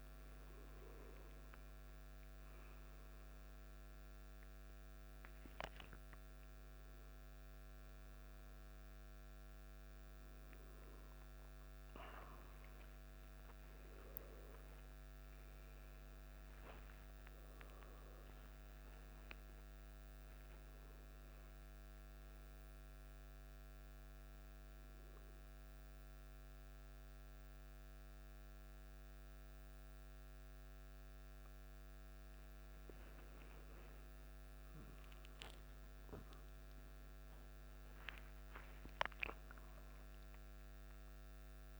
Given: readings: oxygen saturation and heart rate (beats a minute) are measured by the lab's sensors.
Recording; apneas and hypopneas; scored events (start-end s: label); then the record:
a person awake in a sleep study, hard to hear, by a microphone on the trachea; none
none scored
From the record:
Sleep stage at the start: awake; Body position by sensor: on the back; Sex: male